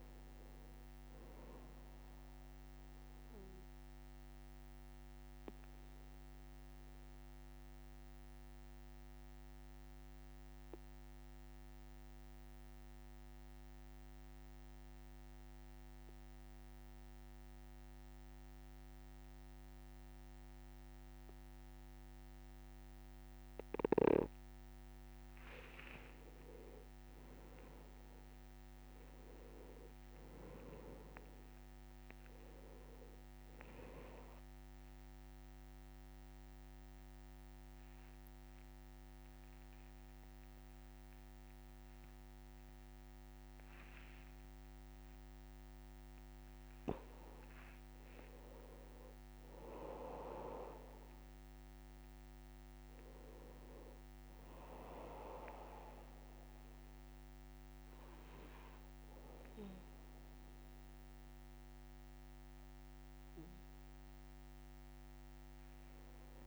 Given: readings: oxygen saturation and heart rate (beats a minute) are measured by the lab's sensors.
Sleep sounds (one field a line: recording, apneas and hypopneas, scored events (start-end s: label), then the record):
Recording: breathing in sleep by a microphone on the trachea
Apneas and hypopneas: 1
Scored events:
0.00-17.00 s: oxygen desaturation (device-marked, oxygen 91% lowest, heart rate 59 extreme)
4.00-23.50 s: obstructive apnea (oxygen 99% before, 91% lowest, heart rate 65 before, 59 extreme, up 16 after)
8.00-13.00 s: bradycardia (device-marked, heart rate 64 before, 59 extreme)
25.50-30.50 s: arousal
26.00-28.00 s: long interval between heartbeats (device-marked, heart rate 60 before, 72 extreme)
31.00-49.00 s: oxygen desaturation (device-marked, oxygen 98% before, 93% lowest, heart rate 63 before, 62 extreme)
32.00-34.00 s: long interval between heartbeats (device-marked, heart rate 64 before, 75 extreme)
37.00-66.47 s: new sleep stage, N1 (lightest sleep)
From the record:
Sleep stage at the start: N2 (light sleep)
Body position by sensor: on the back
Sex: male